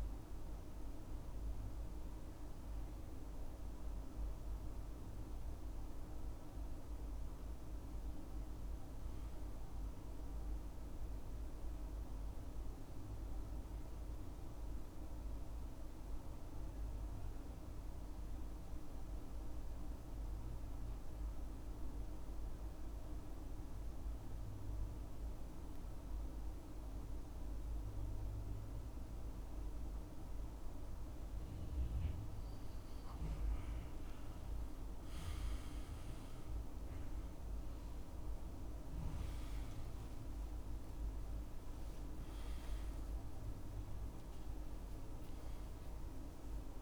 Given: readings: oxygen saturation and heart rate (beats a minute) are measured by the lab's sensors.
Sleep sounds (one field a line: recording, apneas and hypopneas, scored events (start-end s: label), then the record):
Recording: breathing in sleep, hard to hear, by a room microphone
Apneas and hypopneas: 1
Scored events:
0.00-9.50 s: oxygen desaturation (device-marked, oxygen 89% lowest, heart rate 64 extreme)
11.50-33.00 s: mixed apnea (oxygen 97% before, 85% lowest, heart rate 68 before, 64 extreme, up 7 after)
33.50-46.82 s: oxygen desaturation (device-marked, oxygen 96% before, 85% lowest, heart rate 67 before, 67 extreme)
36.00-41.00 s: arousal
42.50-46.82 s: new sleep stage, N1 (lightest sleep)
From the record:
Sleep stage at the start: N2 (light sleep)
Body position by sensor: on the back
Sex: male